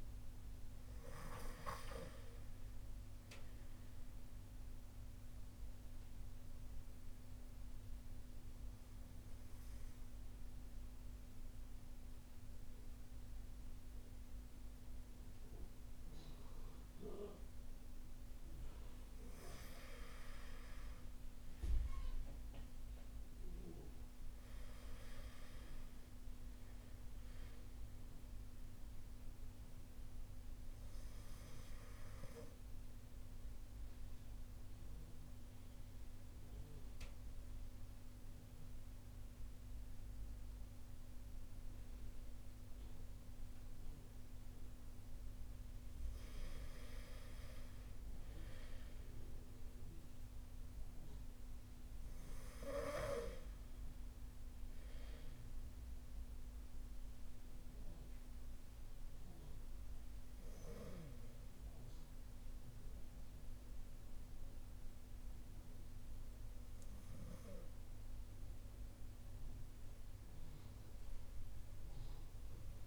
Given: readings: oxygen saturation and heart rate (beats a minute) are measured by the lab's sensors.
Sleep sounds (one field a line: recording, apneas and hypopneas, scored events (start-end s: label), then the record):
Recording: breathing in sleep, hard to hear, by a room microphone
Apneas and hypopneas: 2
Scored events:
0.00-18.00 s: oxygen desaturation (device-marked, oxygen 98% before, 93% lowest)
5.50-18.50 s: obstructive apnea (oxygen 98% before, 93% lowest)
23.00-26.00 s: arousal
28.00-42.00 s: oxygen desaturation (device-marked, oxygen 97% before, 93% lowest)
33.00-46.00 s: mixed apnea (oxygen 97% before, 93% lowest)
50.50-54.50 s: arousal
55.00-67.00 s: oxygen desaturation (device-marked, oxygen 97% before, 93% lowest)
From the record:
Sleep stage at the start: N2 (light sleep)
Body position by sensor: on the back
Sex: male